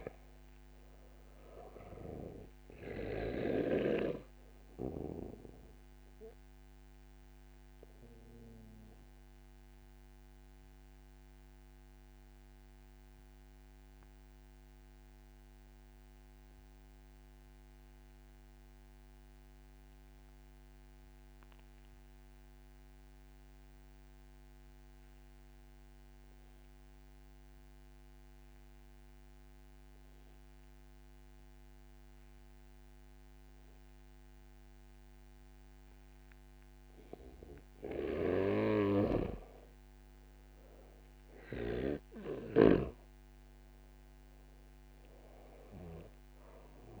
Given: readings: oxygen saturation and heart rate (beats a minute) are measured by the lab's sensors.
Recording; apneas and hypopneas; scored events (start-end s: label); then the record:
breathing in sleep by a microphone on the trachea; 1
0.00-5.50 s: snoring (device-marked)
0.00-21.00 s: oxygen desaturation (device-marked, oxygen 86% lowest, heart rate 27 extreme)
9.50-37.50 s: obstructive apnea (oxygen 97% before, 86% lowest, heart rate 50 before, 57 extreme, up 7 after)
37.00-47.00 s: oxygen desaturation (device-marked, oxygen 96% before, 87% lowest, heart rate 65 before, 45 extreme)
40.00-42.50 s: arousal
From the record:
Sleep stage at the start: N2 (light sleep); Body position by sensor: on the back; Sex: male